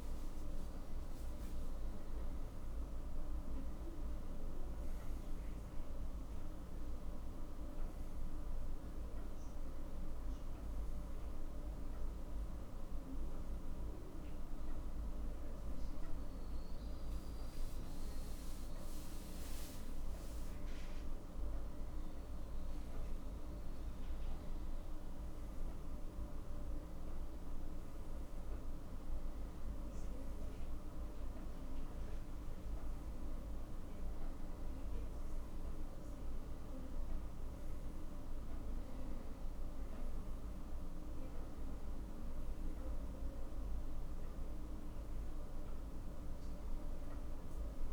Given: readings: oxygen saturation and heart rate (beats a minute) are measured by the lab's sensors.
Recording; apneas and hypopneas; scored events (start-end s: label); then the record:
a person awake in a sleep study, hard to hear, by a room microphone; none
none scored
From the record:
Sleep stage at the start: awake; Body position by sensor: on the right side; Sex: male